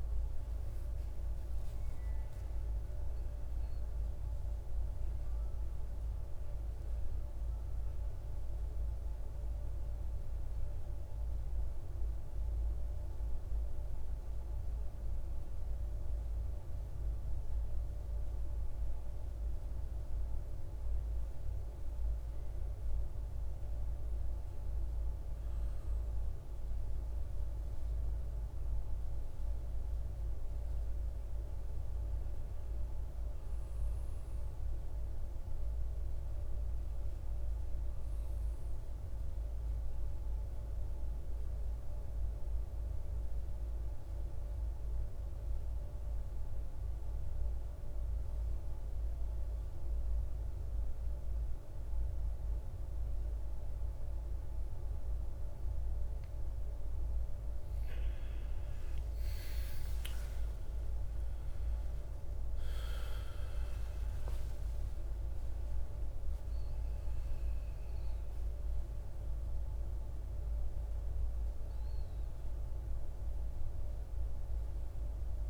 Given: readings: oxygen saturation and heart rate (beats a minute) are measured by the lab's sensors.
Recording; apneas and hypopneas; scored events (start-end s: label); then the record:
breathing in sleep, hard to hear, by a room microphone; 1
42.00-57.00 s: obstructive apnea (oxygen 98% before, 91% lowest, heart rate 57 before, 58 extreme, up 21 after)
59.00-75.50 s: new sleep stage, awake
60.00-75.50 s: oxygen desaturation (device-marked, oxygen 96% before, 91% lowest, heart rate 59 before, 58 extreme)
From the record:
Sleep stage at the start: N2 (light sleep); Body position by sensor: on the right side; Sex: male